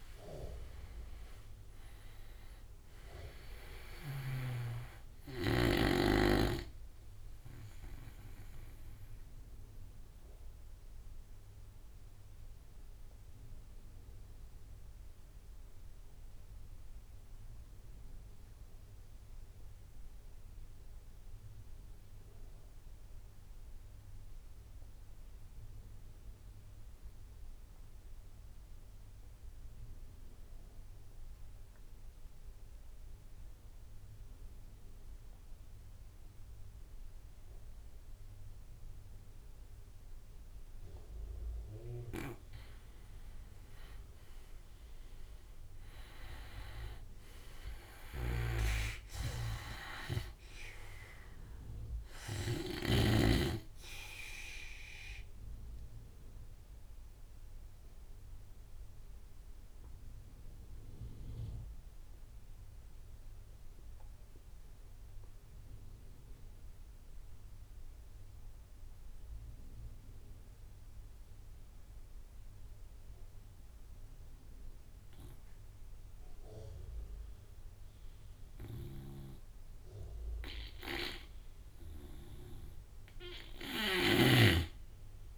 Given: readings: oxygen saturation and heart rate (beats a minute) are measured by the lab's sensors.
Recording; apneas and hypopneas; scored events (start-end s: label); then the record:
breathing in sleep by a room microphone; 2
0.00-1.50 s: arousal
0.00-13.00 s: oxygen desaturation (device-marked, oxygen 88% lowest)
8.50-40.50 s: obstructive apnea (oxygen 97% before, 87% lowest)
20.00-26.00 s: tachycardia (device-marked)
41.00-70.00 s: oxygen desaturation (device-marked, oxygen 98% before, 87% lowest)
41.50-46.00 s: arousal
47.00-52.00 s: snoring (device-marked)
54.50-80.00 s: obstructive apnea (oxygen 98% before, 86% lowest)
80.00-85.38 s: snoring (device-marked)
81.00-85.38 s: oxygen desaturation (device-marked, oxygen 98% before, 88% lowest)
84.00-85.38 s: arousal
From the record:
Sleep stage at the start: N2 (light sleep); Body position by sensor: on the right side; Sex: male